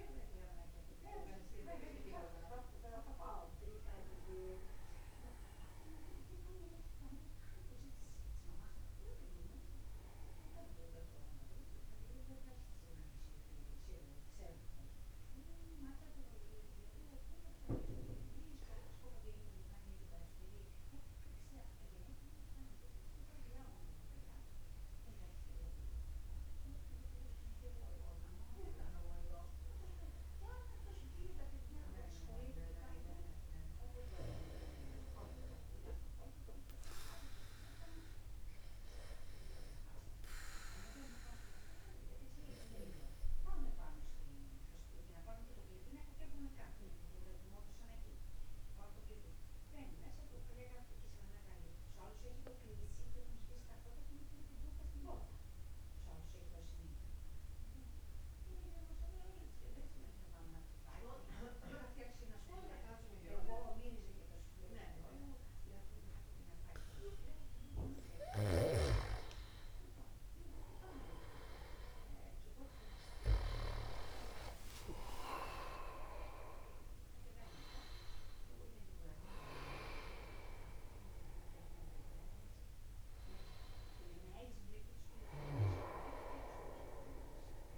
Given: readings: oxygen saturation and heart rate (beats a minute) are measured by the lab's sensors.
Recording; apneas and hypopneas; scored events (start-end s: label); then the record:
breathing in sleep by a room microphone; 2
3.00-22.00 s: oxygen desaturation (device-marked, oxygen 95% before, 92% lowest, heart rate 50 before, 50 extreme)
7.50-11.00 s: arousal
15.00-29.00 s: mixed apnea (oxygen 96% before, 92% lowest, heart rate 50 before, 49 extreme, up 1 after)
31.50-35.00 s: arousal
43.00-68.00 s: obstructive apnea (oxygen 98% before, 93% lowest, heart rate 50 before, 50 extreme, up 26 after)
71.00-75.50 s: arousal
75.50-77.50 s: long interval between heartbeats (device-marked, heart rate 51 before, 76 extreme)
From the record:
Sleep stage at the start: N2 (light sleep); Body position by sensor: upright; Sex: male